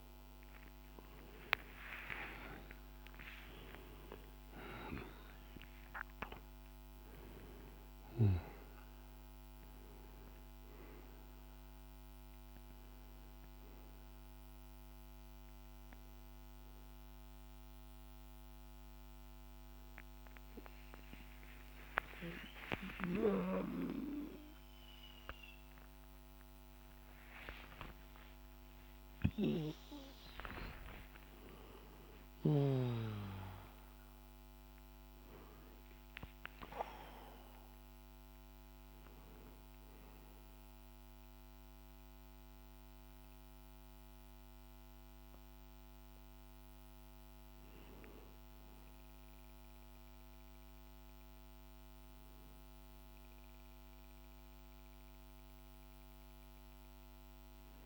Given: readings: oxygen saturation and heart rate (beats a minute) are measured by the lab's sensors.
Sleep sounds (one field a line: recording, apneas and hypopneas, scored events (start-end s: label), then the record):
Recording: a person awake in a sleep study, by a microphone on the trachea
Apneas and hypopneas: none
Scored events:
0.00-25.00 s: oxygen desaturation (device-marked, oxygen 91% lowest, heart rate 55 extreme)
6.00-36.00 s: new sleep stage, awake
36.00-57.86 s: new sleep stage, N1 (lightest sleep)
From the record:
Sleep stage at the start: N2 (light sleep)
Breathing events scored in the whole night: 321 in 7.1 hours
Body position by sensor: on the back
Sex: male